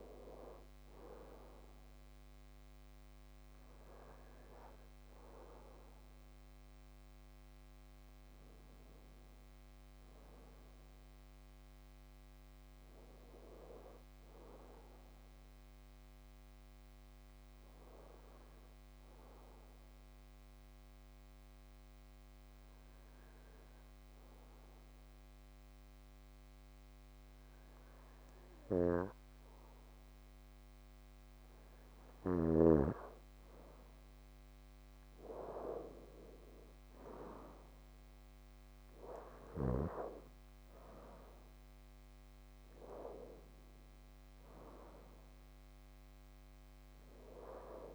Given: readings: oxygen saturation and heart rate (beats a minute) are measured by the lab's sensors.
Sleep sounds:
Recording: breathing in sleep by a microphone on the trachea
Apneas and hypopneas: 1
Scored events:
10.50-14.50 s: arousal
18.50-29.50 s: obstructive apnea (oxygen 96% before, 91% lowest, heart rate 58 before, 55 extreme, up 7 after)
30.00-34.00 s: arousal
33.00-47.95 s: oxygen desaturation (device-marked, oxygen 95% before, 91% lowest, heart rate 56 before, 54 extreme)
From the record:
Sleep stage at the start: N2 (light sleep)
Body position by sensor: on the back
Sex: male

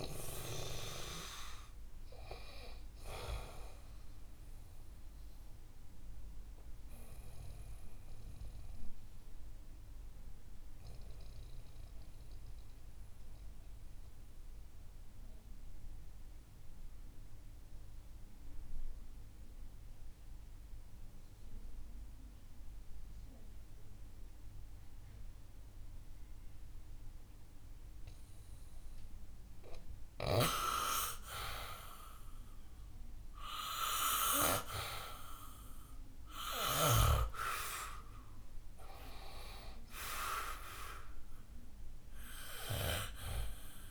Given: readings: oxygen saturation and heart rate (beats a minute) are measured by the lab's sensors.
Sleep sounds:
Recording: breathing in sleep by a room microphone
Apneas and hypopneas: 1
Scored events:
5.50-28.50 s: obstructive apnea (oxygen 98% before, 89% lowest, heart rate 72 before, 62 extreme, up 4 after)
17.00-23.00 s: oxygen desaturation (device-marked, oxygen 94% before, 89% lowest, heart rate 69 before, 66 extreme)
30.50-34.50 s: arousal
34.00-43.91 s: oxygen desaturation (device-marked, oxygen 98% before, 91% lowest, heart rate 67 before, 62 extreme)
From the record:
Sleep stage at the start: N2 (light sleep)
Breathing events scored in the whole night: 440 in 6.9 hours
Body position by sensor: on the back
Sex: male

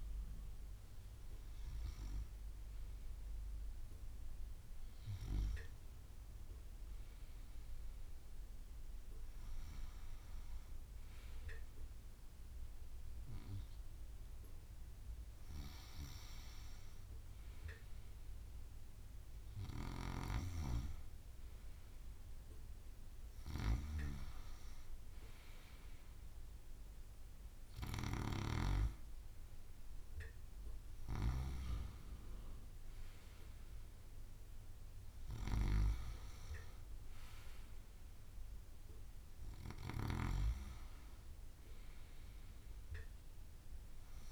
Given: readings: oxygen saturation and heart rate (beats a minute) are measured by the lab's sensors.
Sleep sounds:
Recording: a person partly awake in a sleep study, by a room microphone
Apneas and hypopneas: none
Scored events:
0.50-19.50 s: drop in pulse transit time (device-marked, heart rate 60 before, 61 extreme)
0.50-44.32 s: new sleep stage, N1 (lightest sleep)
31.50-40.50 s: drop in pulse transit time (device-marked, heart rate 63 before, 61 extreme)
From the record:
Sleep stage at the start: awake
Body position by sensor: on the right side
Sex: male

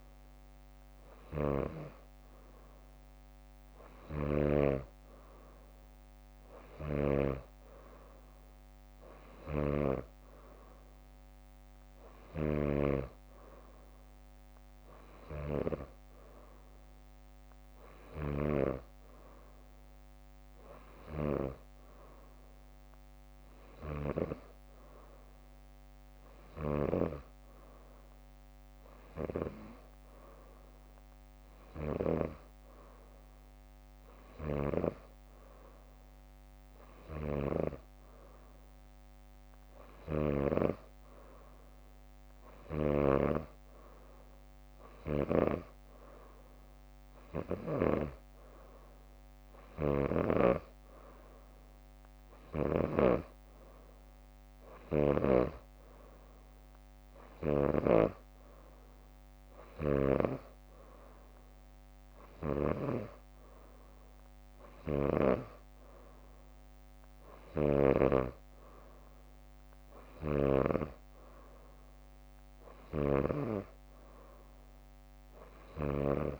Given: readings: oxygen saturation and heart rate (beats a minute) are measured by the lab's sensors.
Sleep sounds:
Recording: breathing in sleep by a microphone on the trachea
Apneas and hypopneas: none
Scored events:
1.00-3.00 s: leg movement (device-marked)
1.00-14.00 s: drop in pulse transit time (device-marked, heart rate 61 before, 62 extreme)
25.00-27.00 s: bradycardia (device-marked, heart rate 65 before, 59 extreme)
31.50-33.50 s: leg movement (device-marked)
40.00-41.50 s: leg movement (device-marked)
43.00-45.00 s: bradycardia (device-marked, heart rate 64 before, 60 extreme)
44.50-46.50 s: leg movement (device-marked)
60.00-62.00 s: bradycardia (device-marked, heart rate 64 before, 66 extreme)
From the record:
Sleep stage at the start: N2 (light sleep)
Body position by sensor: on the back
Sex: female

